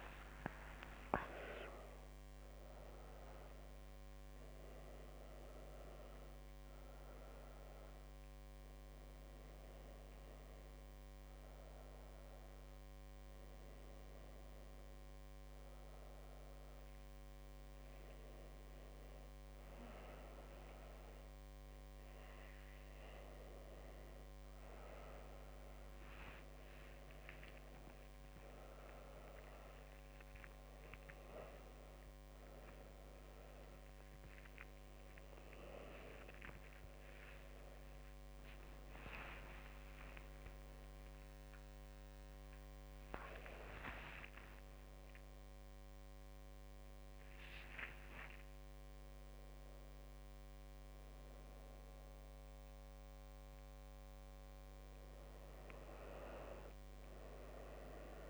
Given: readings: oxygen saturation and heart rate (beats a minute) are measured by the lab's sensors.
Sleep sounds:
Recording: a person awake in a sleep study, by a microphone on the trachea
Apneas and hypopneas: none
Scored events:
0.00-3.00 s: tachycardia (device-marked, heart rate 109 extreme)
0.00-10.00 s: drop in pulse transit time (device-marked, heart rate 92 extreme)
2.00-5.00 s: oxygen desaturation (device-marked, oxygen 97% before, 93% lowest, heart rate 96 before, 75 extreme)
36.00-42.00 s: tachycardia (device-marked, heart rate 85 before, 107 extreme)
39.50-41.50 s: long interval between heartbeats (device-marked, heart rate 85 before, 106 extreme)
From the record:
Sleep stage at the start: awake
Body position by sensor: on the back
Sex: female

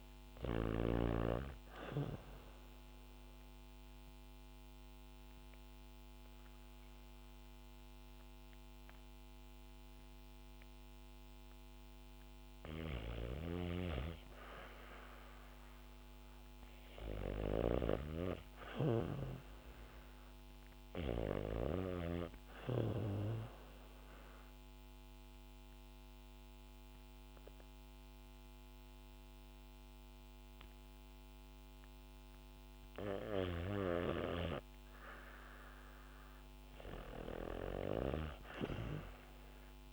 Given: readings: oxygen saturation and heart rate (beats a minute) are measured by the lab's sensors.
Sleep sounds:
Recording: breathing in sleep by a microphone on the trachea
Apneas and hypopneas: 2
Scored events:
0.00-11.50 s: oxygen desaturation (device-marked, oxygen 91% lowest, heart rate 64 extreme)
3.50-14.00 s: obstructive apnea (oxygen 96% before, 91% lowest, heart rate 68 before, 64 extreme, up 4 after)
12.00-20.50 s: snoring (device-marked)
16.50-20.50 s: arousal
22.50-34.50 s: oxygen desaturation (device-marked, oxygen 97% before, 93% lowest, heart rate 72 before, 64 extreme)
24.00-35.00 s: obstructive apnea (oxygen 97% before, 90% lowest, heart rate 72 before, 65 extreme, up 9 after)
37.50-39.93 s: arousal
From the record:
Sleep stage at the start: REM sleep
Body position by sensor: on the back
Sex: female

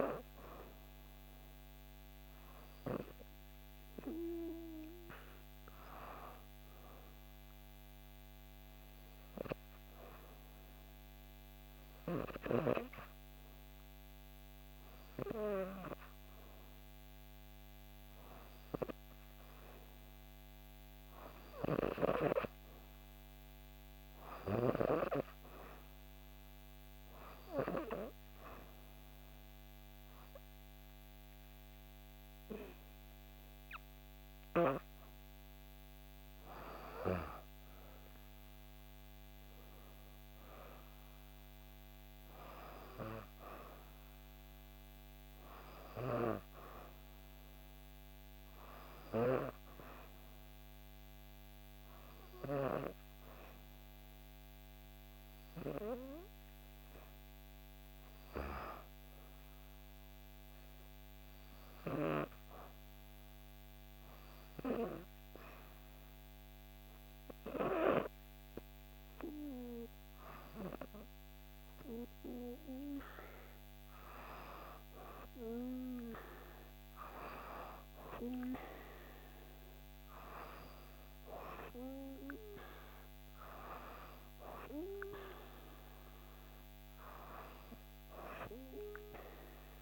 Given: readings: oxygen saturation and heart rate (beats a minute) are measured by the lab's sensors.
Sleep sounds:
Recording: breathing in sleep by a microphone on the trachea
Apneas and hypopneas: 2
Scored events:
7.50-18.50 s: hypopnea (oxygen 95% before, 92% lowest, heart rate 65 before, 63 extreme, up 1 after)
21.00-24.00 s: arousal
60.50-72.50 s: hypopnea (oxygen 95% before, 91% lowest, heart rate 65 before, 64 extreme, up 4 after)
74.00-77.50 s: arousal
From the record:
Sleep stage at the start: N2 (light sleep)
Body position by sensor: on the back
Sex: female

